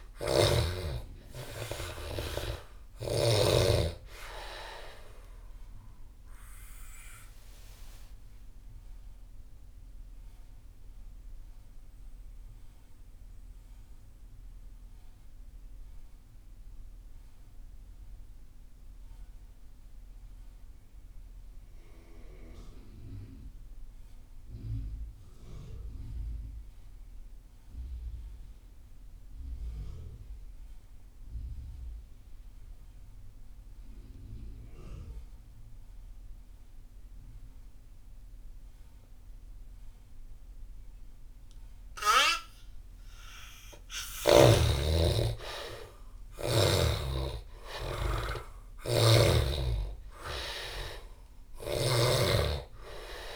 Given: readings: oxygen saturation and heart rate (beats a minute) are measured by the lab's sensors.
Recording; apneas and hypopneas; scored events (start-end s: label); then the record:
breathing in sleep by a room microphone; 1
0.00-22.00 s: oxygen desaturation (device-marked, oxygen 74% lowest)
7.00-43.00 s: mixed apnea (oxygen 98% before, 73% lowest)
37.00-53.36 s: oxygen desaturation (device-marked, oxygen 98% before, 73% lowest)
44.00-48.00 s: arousal
From the record:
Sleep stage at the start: N2 (light sleep); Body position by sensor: on the back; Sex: male